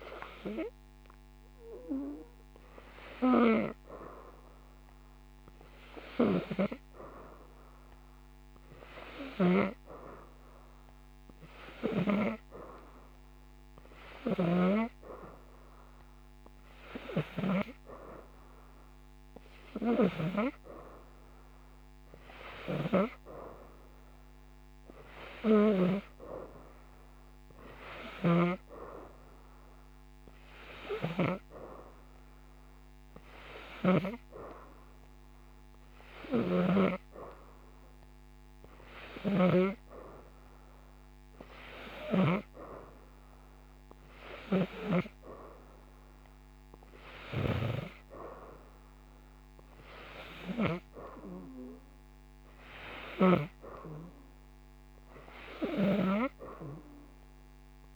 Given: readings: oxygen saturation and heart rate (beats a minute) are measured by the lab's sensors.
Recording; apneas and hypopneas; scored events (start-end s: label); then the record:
breathing in sleep by a microphone on the trachea; none
36.00-39.50 s: snoring (device-marked)
From the record:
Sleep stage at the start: N3 (deep sleep); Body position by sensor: upright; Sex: female